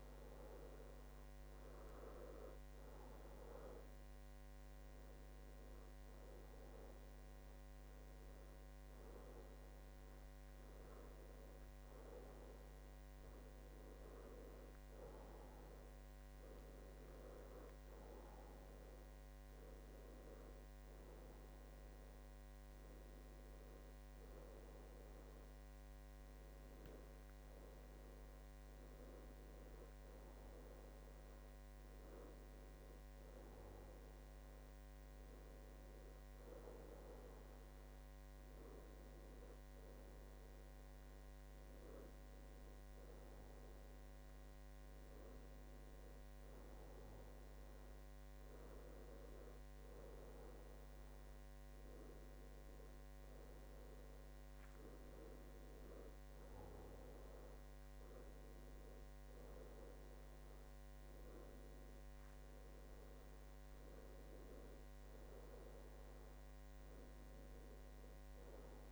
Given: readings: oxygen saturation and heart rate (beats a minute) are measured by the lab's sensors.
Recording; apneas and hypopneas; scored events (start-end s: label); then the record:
breathing in sleep, hard to hear, by a microphone on the trachea; none
12.50-14.50 s: long interval between heartbeats (device-marked, heart rate 75 before, 72 extreme)
54.00-56.00 s: long interval between heartbeats (device-marked, heart rate 73 before, 73 extreme)
From the record:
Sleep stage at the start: N1 (lightest sleep); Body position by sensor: on the back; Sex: male